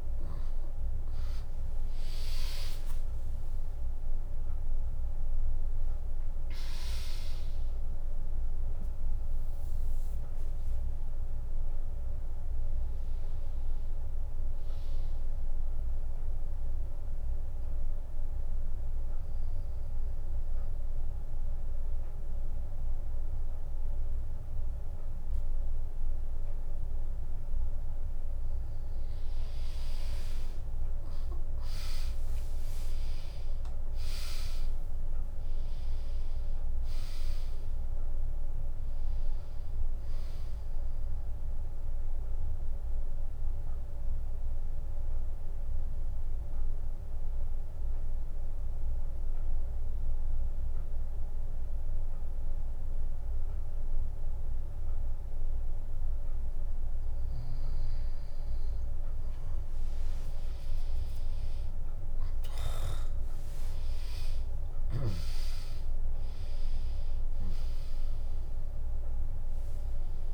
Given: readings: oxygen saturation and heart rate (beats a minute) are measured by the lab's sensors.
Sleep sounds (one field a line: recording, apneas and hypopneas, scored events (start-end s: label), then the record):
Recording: breathing in sleep, hard to hear, by a room microphone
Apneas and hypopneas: 2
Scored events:
0.00-2.00 s: arousal
1.50-14.50 s: drop in pulse transit time (device-marked, heart rate 74 before, 70 extreme)
14.50-27.50 s: obstructive apnea (oxygen 99% before, 96% lowest, heart rate 77 before, 59 extreme, up 5 after)
30.00-35.50 s: arousal
40.50-52.50 s: drop in pulse transit time (device-marked, heart rate 64 before, 79 extreme)
42.00-57.00 s: obstructive apnea (oxygen 99% before, 96% lowest, heart rate 65 before, 58 extreme)
59.00-64.00 s: arousal
66.50-70.34 s: drop in pulse transit time (device-marked, heart rate 70 before, 70 extreme)
From the record:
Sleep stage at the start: N2 (light sleep)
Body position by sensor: on the back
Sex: female